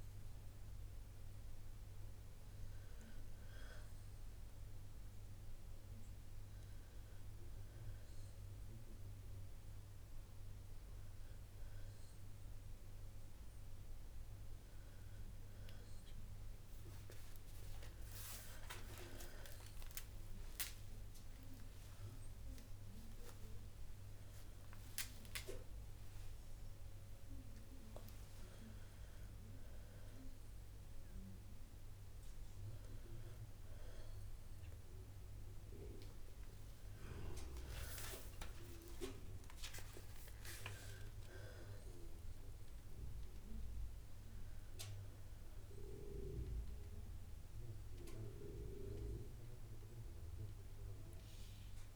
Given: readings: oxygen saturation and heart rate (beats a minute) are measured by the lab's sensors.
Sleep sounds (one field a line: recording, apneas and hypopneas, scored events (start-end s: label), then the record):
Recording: breathing in sleep by a room microphone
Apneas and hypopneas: 1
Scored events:
7.50-17.50 s: obstructive apnea (oxygen 94% before, 92% lowest, heart rate 65 before, 62 extreme, up 12 after)
20.50-25.50 s: arousal
50.00-51.96 s: new sleep stage, awake
From the record:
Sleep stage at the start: N2 (light sleep)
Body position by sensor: on the back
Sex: female